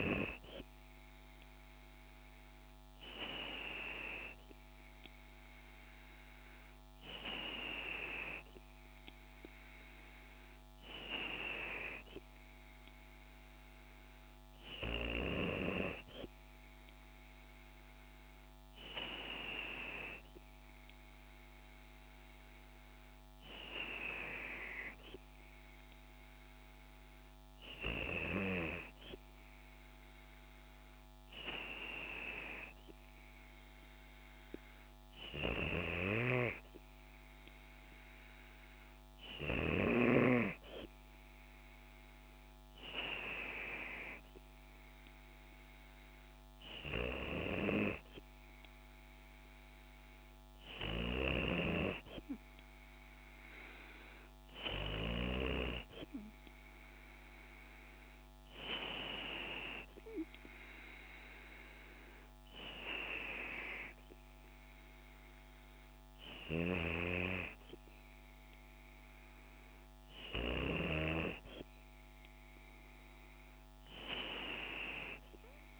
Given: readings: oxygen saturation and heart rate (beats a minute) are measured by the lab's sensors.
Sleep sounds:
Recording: breathing in sleep by a microphone on the trachea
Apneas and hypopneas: none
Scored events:
none scored
From the record:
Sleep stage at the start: N2 (light sleep)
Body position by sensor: on the back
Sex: female

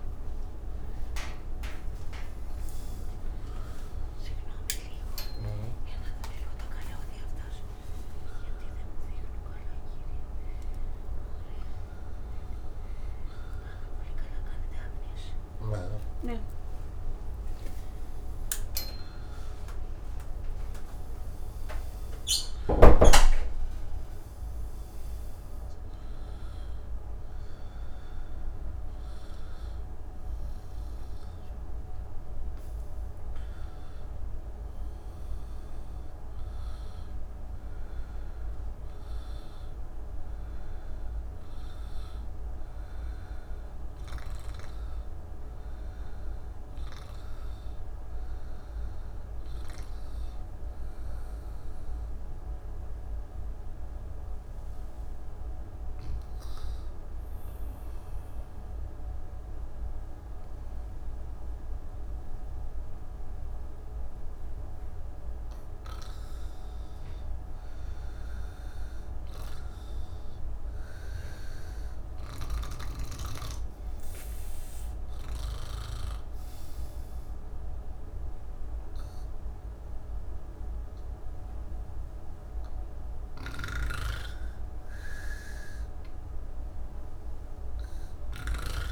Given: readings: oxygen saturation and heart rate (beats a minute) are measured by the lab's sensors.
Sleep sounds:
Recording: breathing in sleep by a room microphone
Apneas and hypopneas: 1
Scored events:
0.00-19.50 s: oxygen desaturation (device-marked, oxygen 77% lowest, heart rate 81 extreme)
54.50-86.50 s: oxygen desaturation (device-marked, oxygen 97% before, 92% lowest)
58.00-68.00 s: obstructive apnea (oxygen 98% before, 92% lowest, heart rate 176 before, 97 extreme)
83.50-88.92 s: snoring (device-marked)
From the record:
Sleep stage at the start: N1 (lightest sleep)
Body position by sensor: on the back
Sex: male

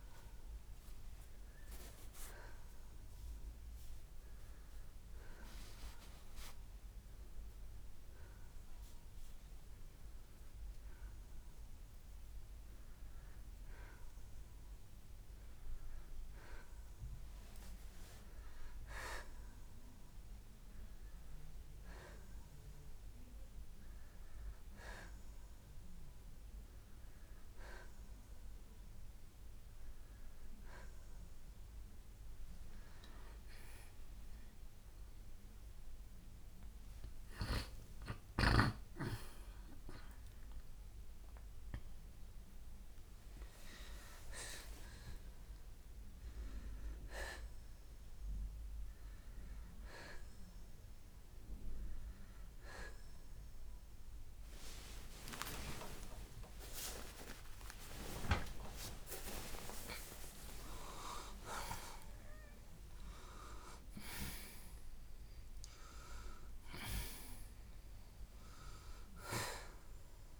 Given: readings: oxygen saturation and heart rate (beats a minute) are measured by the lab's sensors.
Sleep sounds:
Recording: a person partly awake in a sleep study, by a room microphone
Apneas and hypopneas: none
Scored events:
1.50-5.00 s: arousal
39.00-69.00 s: new sleep stage, awake
69.00-70.40 s: new sleep stage, N1 (lightest sleep)
From the record:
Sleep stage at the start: N1 (lightest sleep)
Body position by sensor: on the back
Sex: male

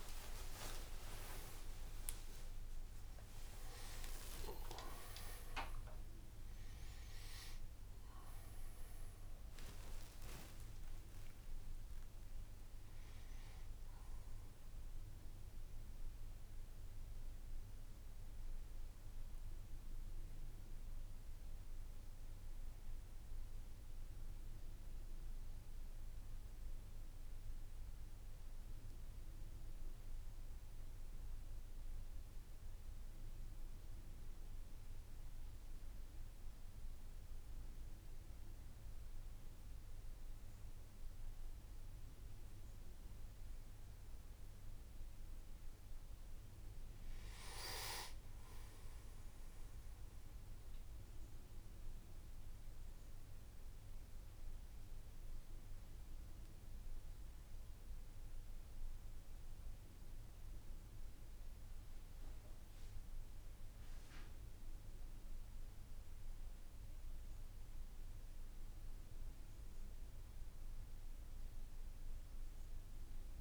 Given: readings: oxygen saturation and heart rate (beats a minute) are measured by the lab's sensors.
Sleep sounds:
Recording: breathing in sleep by a room microphone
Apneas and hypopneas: 1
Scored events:
0.00-4.50 s: tachycardia (device-marked, heart rate 118 extreme)
1.00-3.00 s: long interval between heartbeats (device-marked, heart rate 63 before, 80 extreme)
5.00-7.00 s: long interval between heartbeats (device-marked, heart rate 71 before, 122 extreme)
9.50-11.50 s: long interval between heartbeats (device-marked, heart rate 83 before, 97 extreme)
54.00-66.50 s: hypopnea (oxygen 98% before, 94% lowest, heart rate 63 before, 61 extreme, up 1 after)
From the record:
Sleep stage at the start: N1 (lightest sleep)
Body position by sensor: on the back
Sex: male

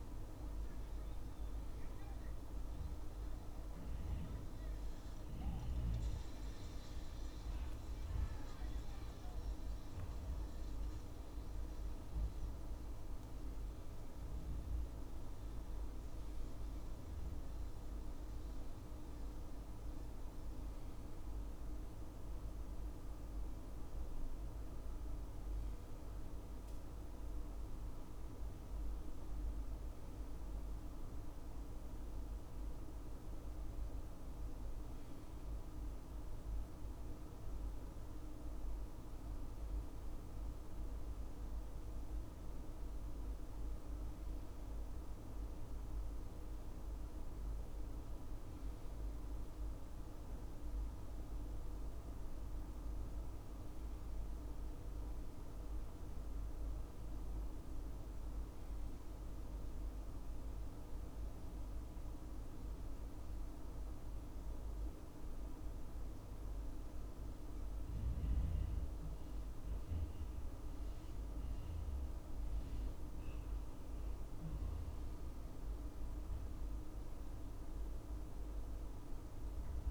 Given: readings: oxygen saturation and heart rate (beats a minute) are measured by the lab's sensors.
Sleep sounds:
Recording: breathing in sleep, hard to hear, by a room microphone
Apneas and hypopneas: 1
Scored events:
24.00-28.00 s: arousal
63.00-73.00 s: obstructive apnea (oxygen 98% before, 93% lowest, heart rate 75 before, 72 extreme, up 1 after)
74.00-77.50 s: arousal
From the record:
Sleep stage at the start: N2 (light sleep)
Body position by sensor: on the back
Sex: male

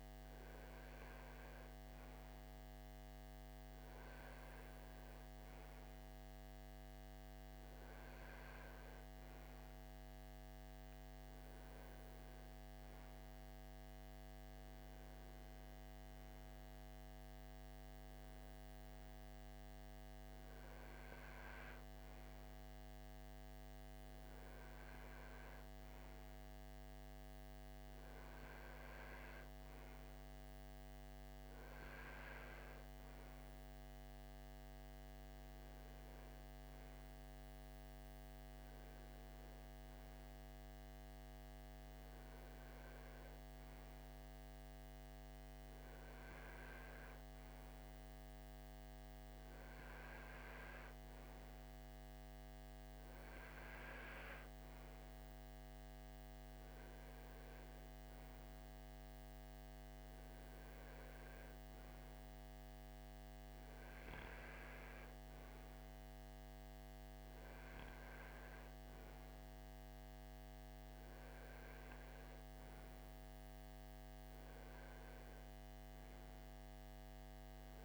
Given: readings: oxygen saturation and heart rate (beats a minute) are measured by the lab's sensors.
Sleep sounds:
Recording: breathing in sleep, hard to hear, by a microphone on the trachea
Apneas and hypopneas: none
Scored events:
none scored
From the record:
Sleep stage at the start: REM sleep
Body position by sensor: on the right side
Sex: male

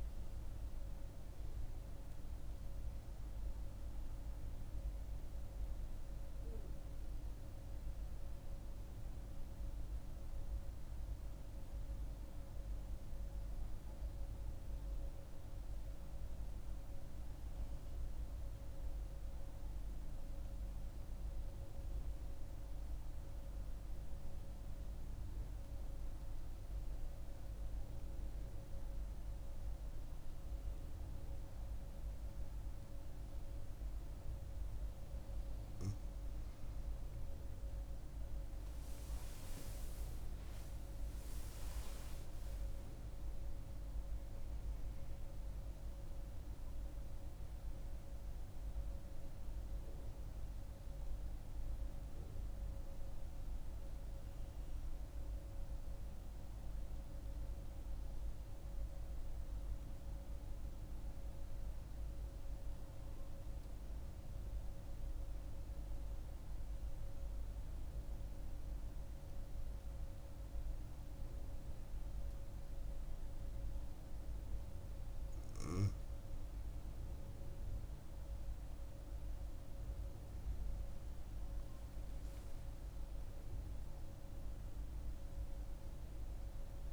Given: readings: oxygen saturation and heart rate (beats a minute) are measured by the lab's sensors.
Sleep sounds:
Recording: breathing in sleep, hard to hear, by a room microphone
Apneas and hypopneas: 2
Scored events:
0.00-8.00 s: oxygen desaturation (device-marked, oxygen 92% lowest, heart rate 66 extreme)
13.50-34.50 s: mixed apnea (oxygen 97% before, 93% lowest, heart rate 76 before, 66 extreme, up 12 after)
35.00-60.00 s: oxygen desaturation (device-marked, oxygen 98% before, 93% lowest, heart rate 68 before, 64 extreme)
37.50-42.00 s: arousal
57.50-74.00 s: hypopnea (oxygen 98% before, 93% lowest, heart rate 79 before, 64 extreme, up 10 after)
77.00-86.93 s: oxygen desaturation (device-marked, oxygen 98% before, 93% lowest, heart rate 67 before, 65 extreme)
77.50-81.00 s: arousal
From the record:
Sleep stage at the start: N2 (light sleep)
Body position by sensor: on the right side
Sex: female

